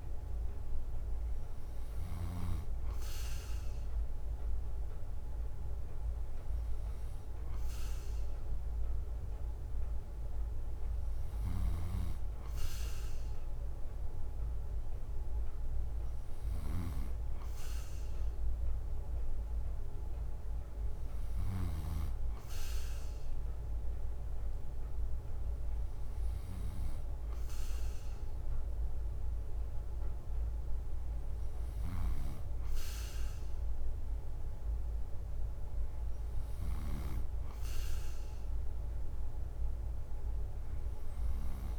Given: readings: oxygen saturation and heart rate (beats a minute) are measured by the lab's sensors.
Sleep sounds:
breathing in sleep, hard to hear, by a room microphone; none
0.00-2.00 s: snoring (device-marked)
11.00-21.50 s: snoring (device-marked)
31.50-36.50 s: snoring (device-marked)
From the record:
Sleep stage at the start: N2 (light sleep); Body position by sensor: on the right side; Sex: male

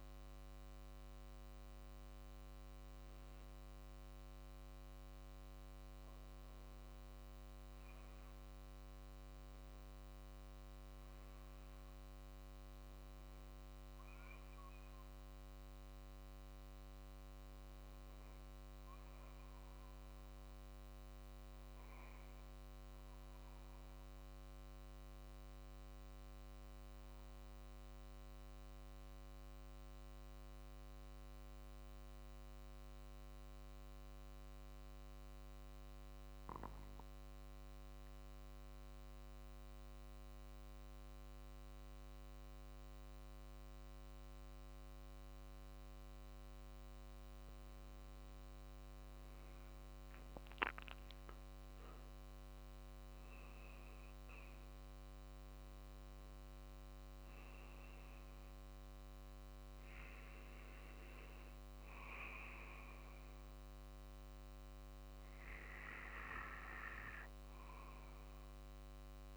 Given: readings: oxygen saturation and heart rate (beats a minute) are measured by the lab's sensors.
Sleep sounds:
breathing in sleep, hard to hear, by a microphone on the trachea; 1
5.00-21.00 s: oxygen desaturation (device-marked, oxygen 94% before, 87% lowest, heart rate 53 before, 48 extreme)
18.50-46.50 s: obstructive apnea (oxygen 94% before, 92% lowest, heart rate 50 before, 46 extreme, up 3 after)
20.00-69.37 s: new sleep stage, REM sleep
47.50-51.00 s: arousal
From the record:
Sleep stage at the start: N2 (light sleep); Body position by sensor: on the back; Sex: male

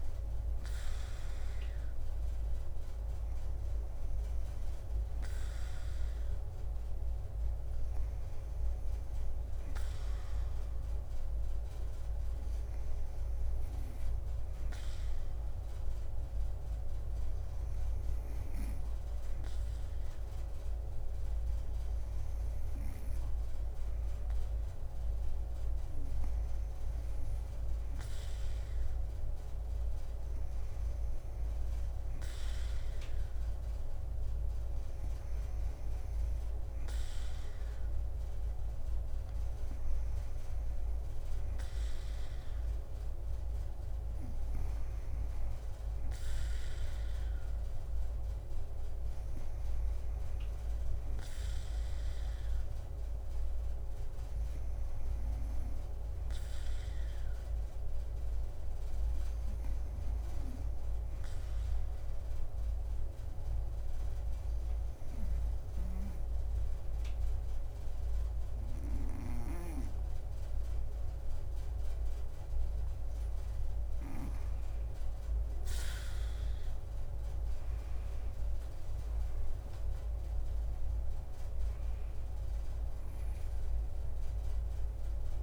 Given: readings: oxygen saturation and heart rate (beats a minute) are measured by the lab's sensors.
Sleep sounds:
breathing in sleep, hard to hear, by a room microphone; 1
0.00-14.00 s: drop in pulse transit time (device-marked, heart rate 54 extreme)
41.00-55.00 s: drop in pulse transit time (device-marked, heart rate 60 before, 59 extreme)
60.50-73.00 s: obstructive apnea (oxygen 98% before, 94% lowest, heart rate 62 before, 52 extreme, up 17 after)
65.50-69.50 s: snoring (device-marked)
71.00-85.43 s: drop in pulse transit time (device-marked, heart rate 58 before, 55 extreme)
75.50-80.50 s: leg movement (device-marked)
78.00-82.50 s: arousal
From the record:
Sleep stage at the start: N2 (light sleep); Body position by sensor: on the back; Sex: female

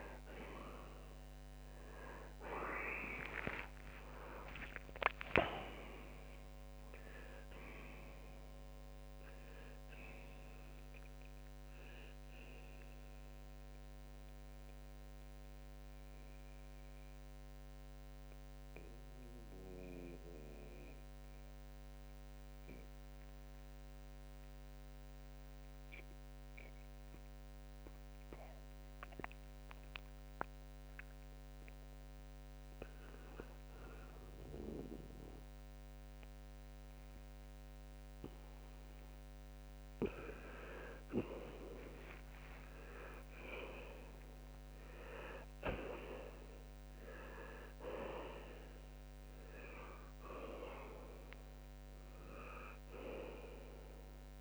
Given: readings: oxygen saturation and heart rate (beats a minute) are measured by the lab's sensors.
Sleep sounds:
breathing in sleep by a microphone on the trachea; 1
15.00-40.00 s: mixed apnea (oxygen 95% before, 85% lowest, heart rate 94 before, 66 extreme, up 19 after)
28.50-48.50 s: oxygen desaturation (device-marked, oxygen 94% before, 85% lowest, heart rate 80 before, 66 extreme)
42.50-48.50 s: arousal
From the record:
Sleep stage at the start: N2 (light sleep); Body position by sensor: on the left side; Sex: male

